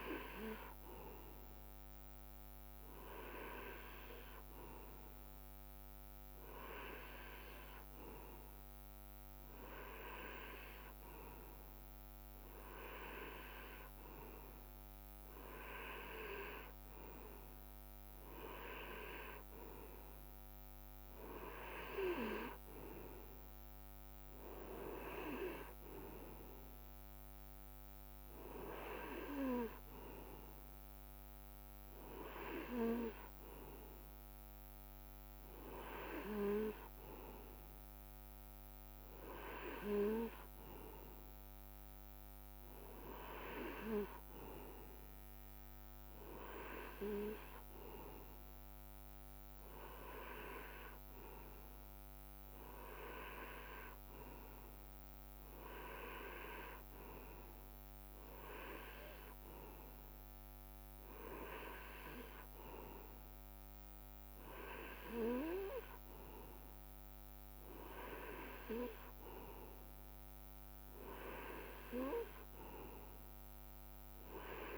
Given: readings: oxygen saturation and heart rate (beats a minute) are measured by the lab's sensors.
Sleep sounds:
breathing in sleep by a microphone on the trachea; none
none scored
From the record:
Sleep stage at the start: N2 (light sleep); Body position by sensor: on the right side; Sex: male

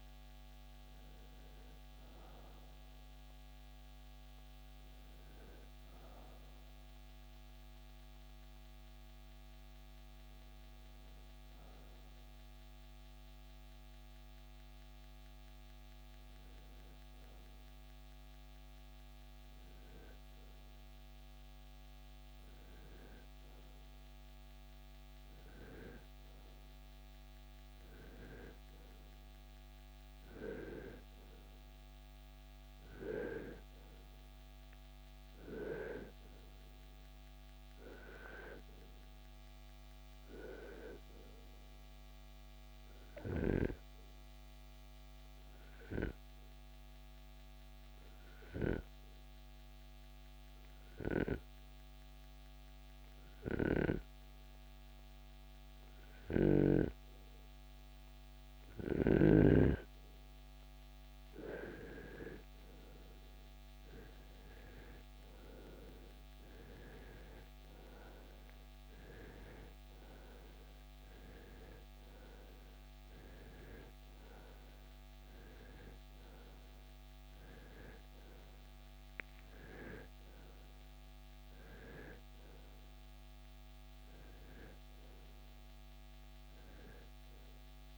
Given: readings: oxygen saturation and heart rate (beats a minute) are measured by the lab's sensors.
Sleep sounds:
breathing in sleep by a microphone on the trachea; 2
0.00-9.50 s: oxygen desaturation (device-marked, oxygen 84% lowest, heart rate 62 extreme)
6.00-18.50 s: hypopnea (oxygen 92% before, 90% lowest, heart rate 75 before, 62 extreme, up 0 after)
21.00-26.50 s: arousal
29.50-63.50 s: oxygen desaturation (device-marked, oxygen 97% before, 90% lowest, heart rate 70 before, 60 extreme)
45.50-59.50 s: obstructive apnea (oxygen 97% before, 85% lowest, heart rate 66 before, 62 extreme, up 9 after)
64.00-68.50 s: arousal
79.00-84.50 s: arousal
From the record:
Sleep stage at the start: REM sleep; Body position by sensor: on the right side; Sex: male

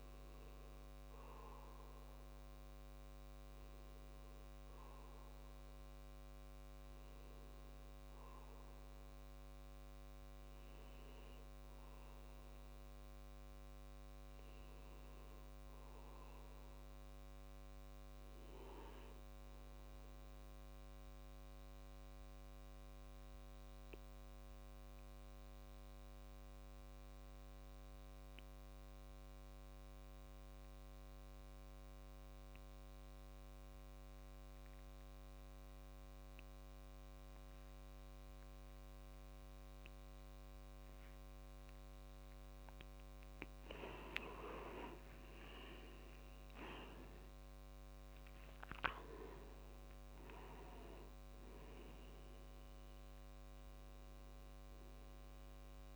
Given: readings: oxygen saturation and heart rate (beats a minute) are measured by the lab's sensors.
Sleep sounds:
breathing in sleep by a microphone on the trachea; 1
0.50-16.50 s: oxygen desaturation (device-marked, oxygen 95% before, 89% lowest)
16.50-42.00 s: obstructive apnea (oxygen 97% before, 89% lowest)
40.50-55.96 s: oxygen desaturation (device-marked, oxygen 97% before, 89% lowest)
44.00-48.50 s: arousal
From the record:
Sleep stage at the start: N2 (light sleep); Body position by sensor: on the back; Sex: male

